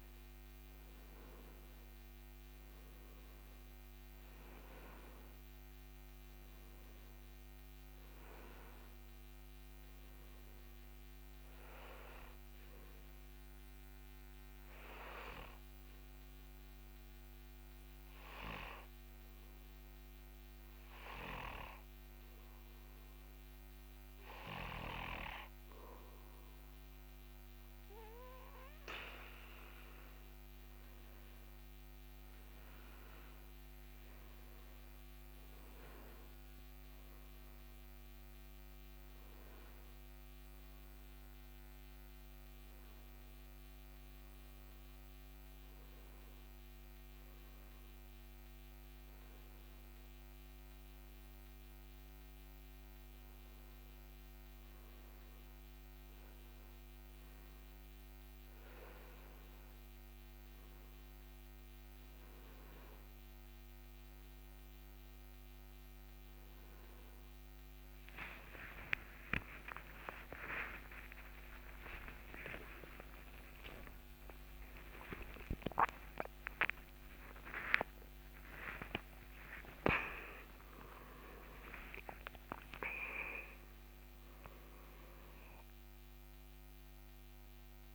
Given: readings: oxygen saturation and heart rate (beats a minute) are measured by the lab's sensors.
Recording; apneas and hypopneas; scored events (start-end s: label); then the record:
a person partly awake in a sleep study, by a microphone on the trachea; 1
0.00-4.50 s: arousal
16.50-28.50 s: obstructive apnea (oxygen 94% before, 92% lowest)
29.50-34.00 s: arousal
59.00-87.94 s: new sleep stage, awake
From the record:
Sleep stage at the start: N2 (light sleep); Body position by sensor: on the front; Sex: male